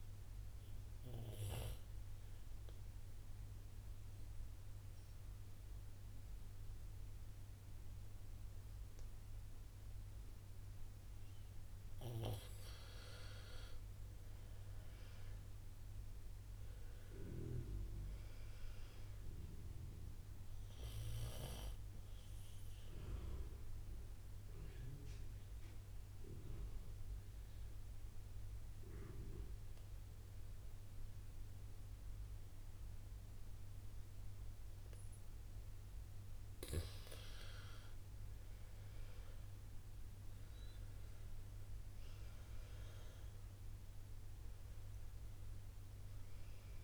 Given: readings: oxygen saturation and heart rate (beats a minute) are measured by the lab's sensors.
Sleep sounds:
breathing in sleep by a room microphone; 2
2.50-19.50 s: oxygen desaturation (device-marked, oxygen 91% before, 84% lowest, heart rate 60 before, 55 extreme)
3.00-13.00 s: obstructive apnea (oxygen 91% before, 83% lowest, heart rate 60 before, 55 extreme, up 2 after)
14.00-18.00 s: arousal
21.50-39.50 s: oxygen desaturation (device-marked, oxygen 92% before, 85% lowest, heart rate 61 before, 55 extreme)
23.00-36.50 s: obstructive apnea (oxygen 92% before, 83% lowest, heart rate 61 before, 55 extreme, up 6 after)
37.50-42.50 s: arousal
44.50-46.84 s: oxygen desaturation (device-marked, oxygen 92% before, 83% lowest, heart rate 58 before, 57 extreme)
From the record:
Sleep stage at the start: N2 (light sleep); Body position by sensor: on the right side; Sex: female

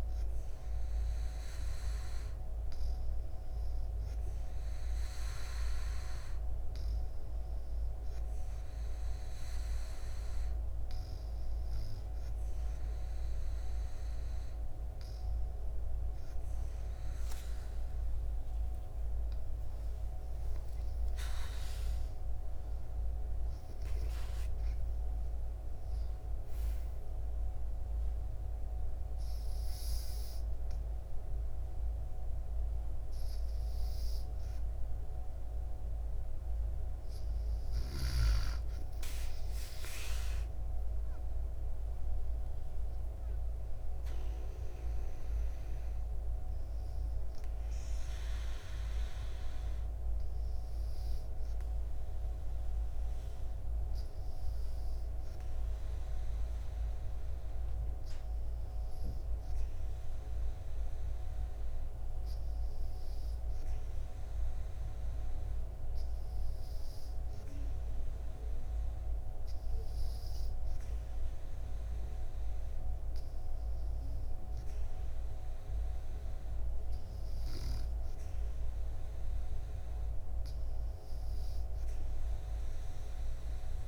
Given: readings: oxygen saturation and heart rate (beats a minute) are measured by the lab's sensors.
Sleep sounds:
breathing in sleep, hard to hear, by a room microphone; none
18.50-22.00 s: arousal
From the record:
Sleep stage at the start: N2 (light sleep); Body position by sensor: on the back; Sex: female

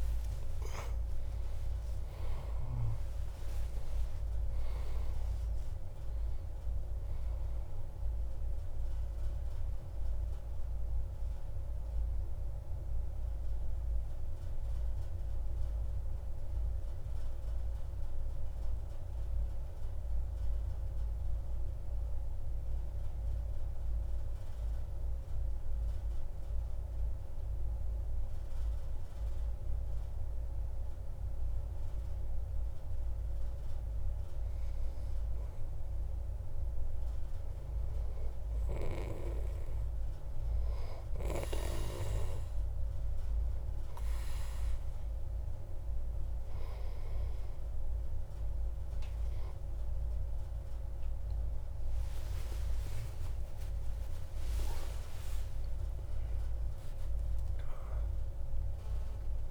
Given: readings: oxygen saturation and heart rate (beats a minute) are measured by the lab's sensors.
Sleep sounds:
breathing in sleep by a room microphone; 1
0.00-4.50 s: arousal
0.00-9.50 s: oxygen desaturation (device-marked, oxygen 93% lowest)
14.50-34.00 s: mixed apnea (oxygen 97% before, 93% lowest)
42.50-59.50 s: oxygen desaturation (device-marked, oxygen 97% before, 93% lowest)
52.00-56.00 s: arousal
From the record:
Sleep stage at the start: N2 (light sleep); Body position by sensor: on the back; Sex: male

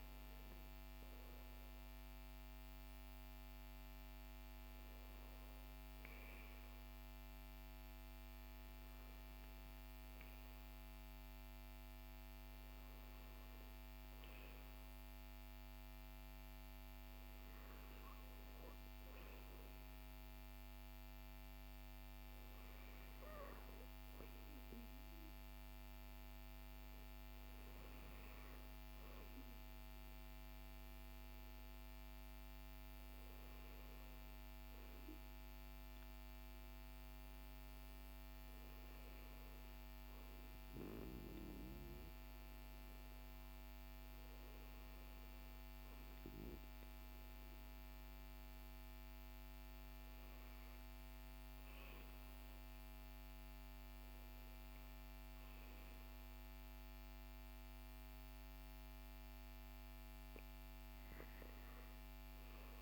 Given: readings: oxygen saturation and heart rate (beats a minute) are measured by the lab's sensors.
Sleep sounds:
breathing in sleep, hard to hear, by a microphone on the trachea; none
none scored
From the record:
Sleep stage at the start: REM sleep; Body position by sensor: on the back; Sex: male

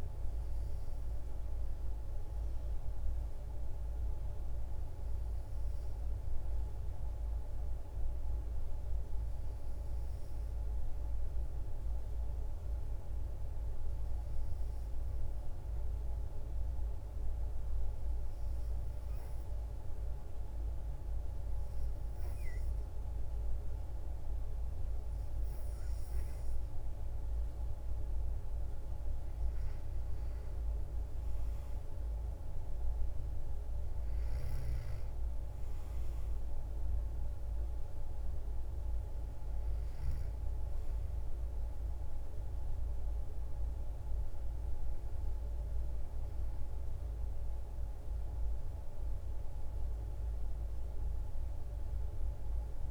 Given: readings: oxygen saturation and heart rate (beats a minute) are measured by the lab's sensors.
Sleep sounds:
breathing in sleep, hard to hear, by a room microphone; 1
16.00-28.50 s: hypopnea (oxygen 94% before, 89% lowest, heart rate 57 before, 54 extreme, up 22 after)
31.00-35.00 s: arousal
From the record:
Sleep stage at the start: N2 (light sleep); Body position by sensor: on the back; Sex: female

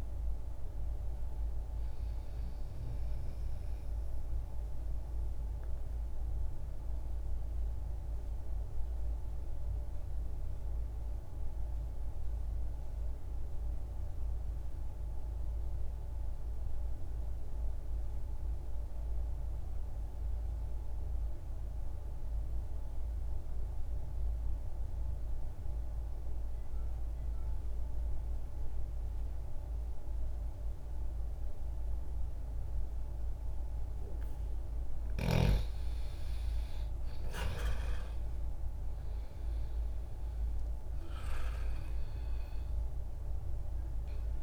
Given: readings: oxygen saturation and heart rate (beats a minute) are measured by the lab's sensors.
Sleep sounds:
breathing in sleep, hard to hear, by a room microphone; 1
0.00-20.00 s: oxygen desaturation (device-marked, oxygen 84% lowest, heart rate 60 extreme)
3.00-34.00 s: obstructive apnea (oxygen 97% before, 81% lowest, heart rate 78 before, 60 extreme, up 0 after)
30.00-44.43 s: oxygen desaturation (device-marked, oxygen 99% before, 81% lowest, heart rate 60 before, 60 extreme)
36.00-40.00 s: arousal
From the record:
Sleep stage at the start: N2 (light sleep); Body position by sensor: on the back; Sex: male

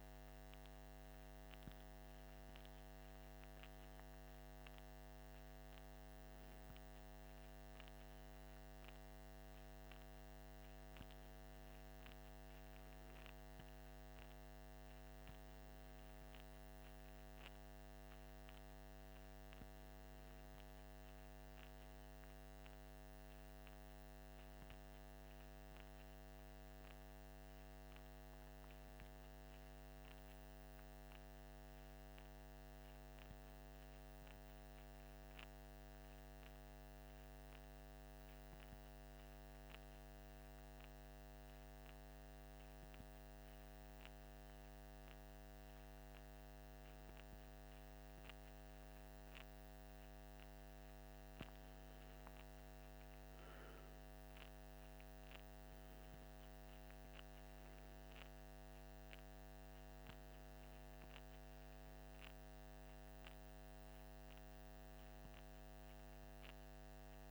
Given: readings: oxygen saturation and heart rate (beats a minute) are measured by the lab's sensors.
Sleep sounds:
breathing in sleep, hard to hear, by a microphone on the trachea; none
none scored
From the record:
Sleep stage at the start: N2 (light sleep); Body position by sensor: on the left side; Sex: male

